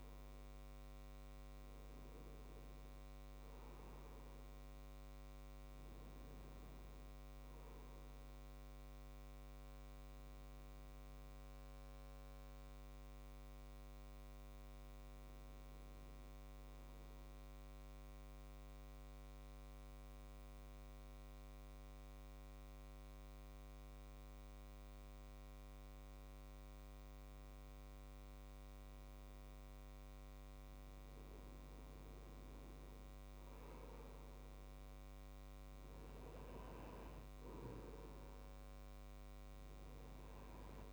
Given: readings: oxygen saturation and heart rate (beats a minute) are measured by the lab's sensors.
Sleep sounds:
breathing in sleep, hard to hear, by a microphone on the trachea; 1
0.00-2.50 s: arousal
6.00-24.00 s: oxygen desaturation (device-marked, oxygen 98% before, 94% lowest, heart rate 68 before, 64 extreme)
17.50-30.00 s: obstructive apnea (oxygen 98% before, 93% lowest, heart rate 69 before, 64 extreme, up 5 after)
32.00-35.50 s: arousal
From the record:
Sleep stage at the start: N2 (light sleep); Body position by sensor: on the right side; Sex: male

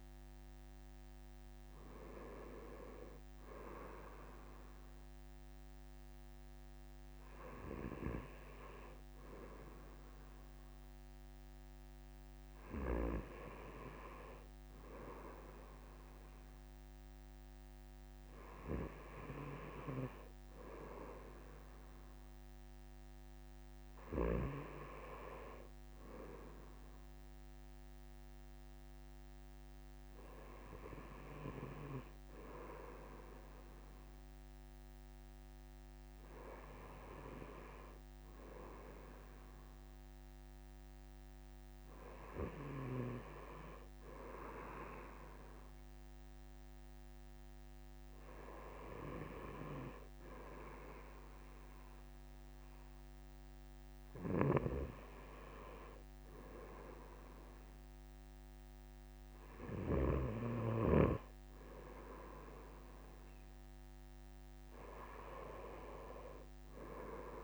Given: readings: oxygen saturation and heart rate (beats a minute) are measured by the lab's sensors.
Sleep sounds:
breathing in sleep by a microphone on the trachea; none
none scored
From the record:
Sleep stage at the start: N2 (light sleep); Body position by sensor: on the right side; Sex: male

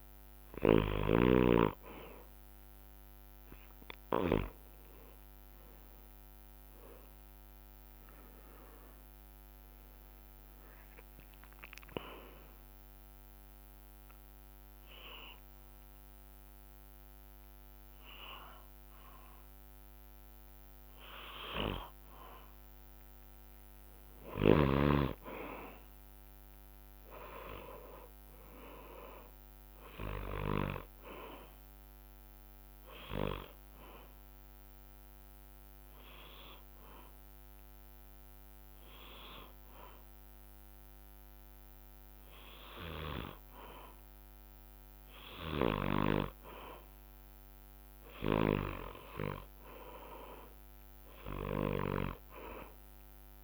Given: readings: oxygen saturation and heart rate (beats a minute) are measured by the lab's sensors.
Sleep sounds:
breathing in sleep by a microphone on the trachea; 2
0.00-1.00 s: snoring (device-marked)
10.50-21.50 s: hypopnea (oxygen 96% before, 93% lowest, heart rate 68 before, 56 extreme, up 6 after)
11.00-20.00 s: drop in pulse transit time (device-marked, heart rate 68 before, 61 extreme)
24.00-27.00 s: arousal
33.00-40.00 s: bradycardia (device-marked, heart rate 67 before, 56 extreme)
33.00-51.00 s: oxygen desaturation (device-marked, oxygen 97% before, 93% lowest, heart rate 65 before, 56 extreme)
34.50-44.50 s: hypopnea (oxygen 97% before, 93% lowest, heart rate 64 before, 56 extreme, up 16 after)
49.50-53.00 s: arousal
From the record:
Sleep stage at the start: N2 (light sleep); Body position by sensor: on the back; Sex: male

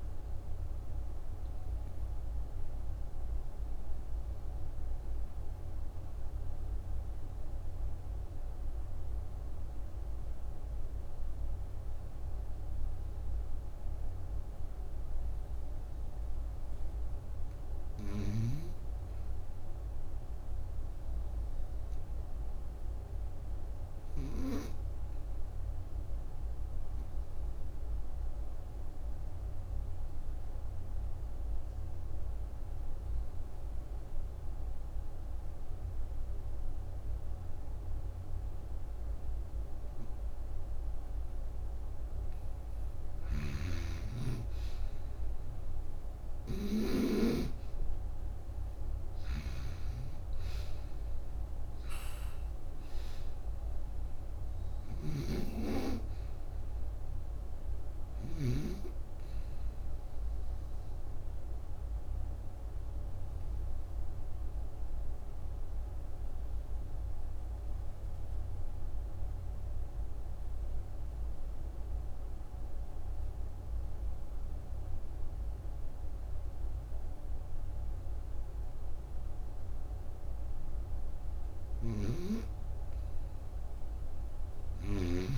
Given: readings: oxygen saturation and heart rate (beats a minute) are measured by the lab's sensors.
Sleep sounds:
breathing in sleep by a room microphone; 3
0.00-25.00 s: oxygen desaturation (device-marked, oxygen 74% lowest, heart rate 56 extreme)
1.00-14.50 s: obstructive apnea (oxygen 91% before, 74% lowest, heart rate 68 before, 59 extreme, up 4 after)
17.00-20.50 s: arousal
26.50-42.00 s: obstructive apnea (oxygen 97% before, 78% lowest, heart rate 62 before, 46 extreme, up 5 after)
43.00-47.00 s: snoring (device-marked)
44.00-46.50 s: arousal
44.00-84.00 s: oxygen desaturation (device-marked, oxygen 95% before, 78% lowest, heart rate 62 before, 46 extreme)
49.00-58.50 s: snoring (device-marked)
60.00-81.00 s: obstructive apnea (oxygen 96% before, 78% lowest, heart rate 59 before, 55 extreme, up 8 after)
81.50-85.00 s: snoring (device-marked)
From the record:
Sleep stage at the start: N2 (light sleep); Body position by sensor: on the right side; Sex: female

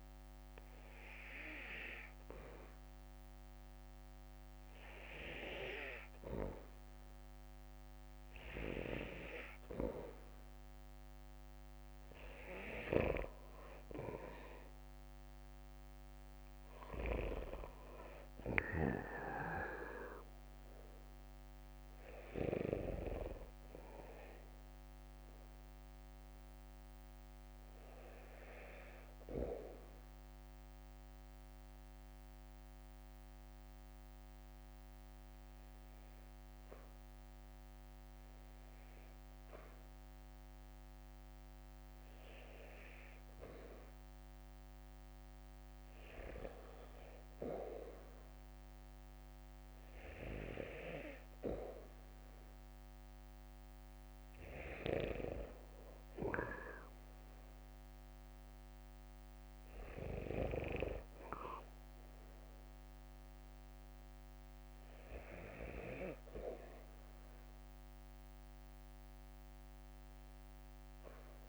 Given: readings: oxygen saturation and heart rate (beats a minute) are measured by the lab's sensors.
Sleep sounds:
breathing in sleep by a microphone on the trachea; 1
0.00-11.50 s: bradycardia (device-marked, heart rate 51 extreme)
0.00-22.50 s: oxygen desaturation (device-marked, oxygen 88% lowest, heart rate 53 extreme)
14.50-38.50 s: drop in pulse transit time (device-marked, heart rate 54 before, 60 extreme)
30.50-50.00 s: hypopnea (oxygen 90% before, 87% lowest, heart rate 63 before, 55 extreme, up 5 after)
37.50-52.50 s: bradycardia (device-marked, heart rate 57 before, 55 extreme)
53.00-56.50 s: arousal
54.50-63.50 s: drop in pulse transit time (device-marked, heart rate 58 before, 58 extreme)
64.50-67.50 s: bradycardia (device-marked, heart rate 57 before, 60 extreme)
65.50-71.49 s: oxygen desaturation (device-marked, oxygen 95% before, 90% lowest, heart rate 58 before, 50 extreme)
From the record:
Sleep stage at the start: REM sleep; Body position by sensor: on the back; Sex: male

